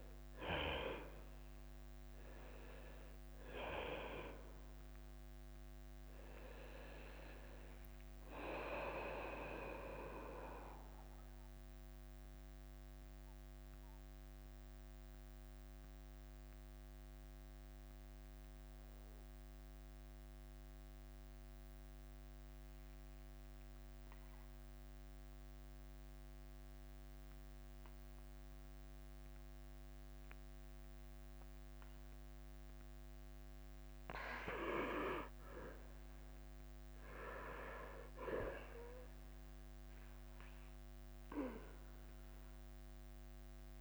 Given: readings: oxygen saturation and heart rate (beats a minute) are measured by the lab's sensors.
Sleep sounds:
breathing in sleep by a microphone on the trachea; 1
0.00-1.50 s: arousal
0.00-11.00 s: drop in pulse transit time (device-marked, heart rate 80 extreme)
13.00-34.00 s: mixed apnea (oxygen 97% before, 82% lowest, heart rate 87 before, 87 extreme, up 4 after)
26.00-30.00 s: oxygen desaturation (device-marked, oxygen 97% before, 95% lowest, heart rate 89 before, 87 extreme)
36.50-40.00 s: arousal
From the record:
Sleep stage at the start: N2 (light sleep); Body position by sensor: on the back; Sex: male

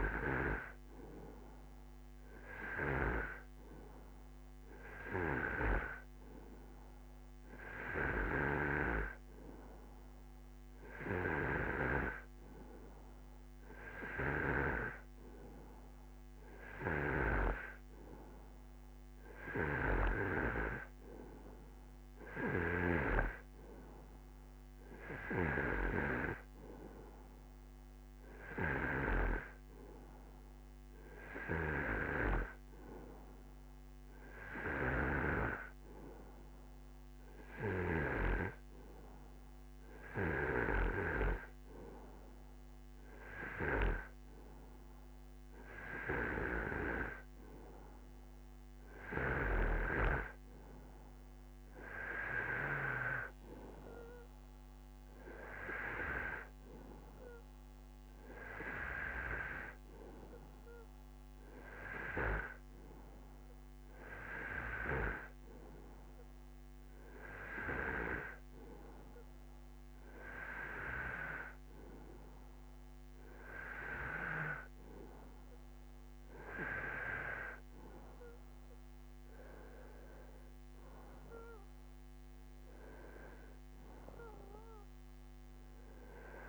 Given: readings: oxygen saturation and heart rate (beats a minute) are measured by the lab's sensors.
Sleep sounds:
breathing in sleep by a microphone on the trachea; none
none scored
From the record:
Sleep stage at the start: N2 (light sleep); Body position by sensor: on the right side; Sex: male

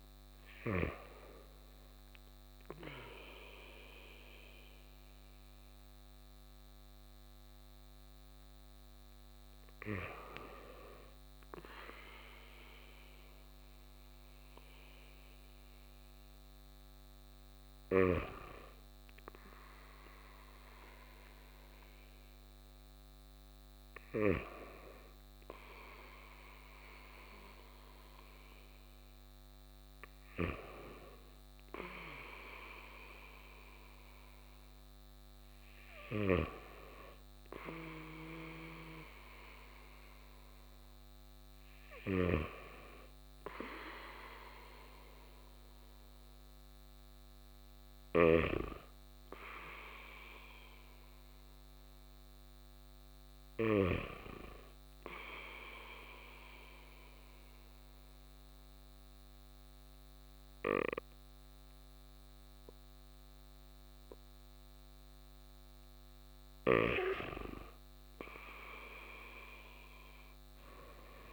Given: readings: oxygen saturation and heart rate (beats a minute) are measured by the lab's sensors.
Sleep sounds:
breathing in sleep by a microphone on the trachea; 1
42.00-48.50 s: snoring (device-marked)
55.50-66.50 s: obstructive apnea (oxygen 98% before, 96% lowest, heart rate 58 before, 57 extreme, up 2 after)
69.00-71.33 s: arousal
From the record:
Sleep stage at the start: N2 (light sleep); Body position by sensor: on the back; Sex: male

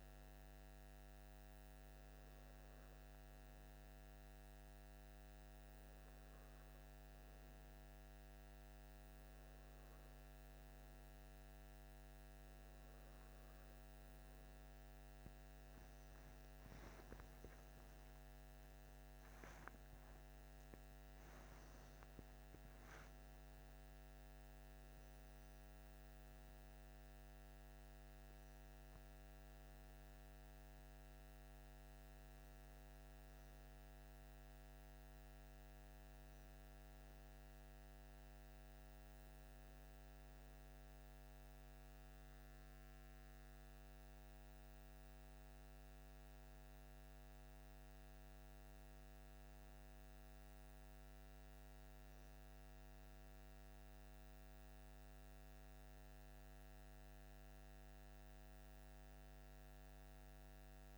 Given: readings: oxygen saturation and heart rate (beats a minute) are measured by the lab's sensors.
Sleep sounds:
breathing in sleep, hard to hear, by a microphone on the trachea; none
19.00-23.00 s: arousal
From the record:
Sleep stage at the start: N2 (light sleep); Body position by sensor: on the left side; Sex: male

